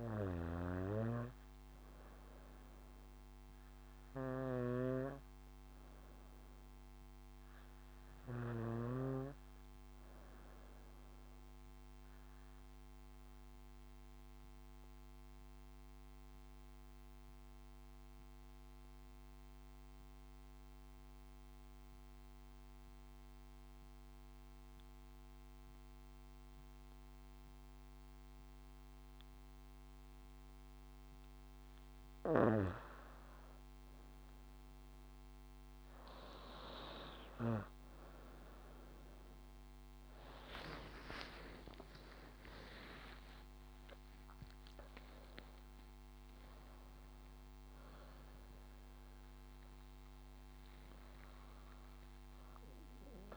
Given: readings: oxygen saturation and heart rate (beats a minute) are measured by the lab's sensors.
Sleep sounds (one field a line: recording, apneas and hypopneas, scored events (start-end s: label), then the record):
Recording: breathing in sleep by a microphone on the trachea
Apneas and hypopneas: 1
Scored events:
0.00-5.00 s: oxygen desaturation (device-marked, oxygen 88% lowest, heart rate 63 extreme)
11.50-31.50 s: obstructive apnea (oxygen 98% before, 86% lowest, heart rate 67 before, 64 extreme, up 11 after)
26.00-53.36 s: oxygen desaturation (device-marked, oxygen 97% before, 86% lowest, heart rate 65 before, 63 extreme)
40.50-45.00 s: arousal
From the record:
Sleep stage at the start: N2 (light sleep)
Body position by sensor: on the back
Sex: female